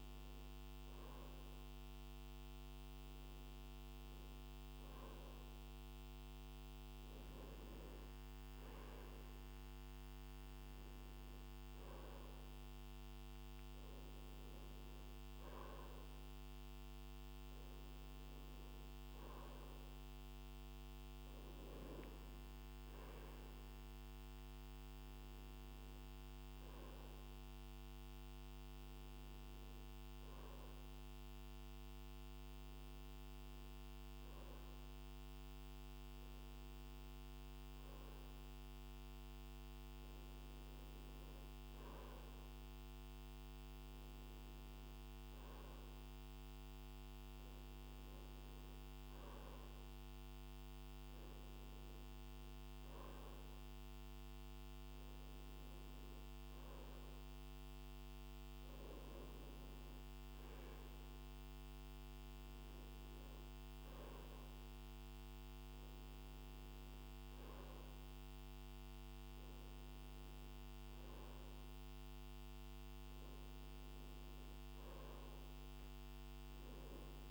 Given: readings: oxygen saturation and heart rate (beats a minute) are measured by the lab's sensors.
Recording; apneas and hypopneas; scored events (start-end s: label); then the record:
breathing in sleep, hard to hear, by a microphone on the trachea; none
none scored
From the record:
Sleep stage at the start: N2 (light sleep); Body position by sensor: on the right side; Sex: male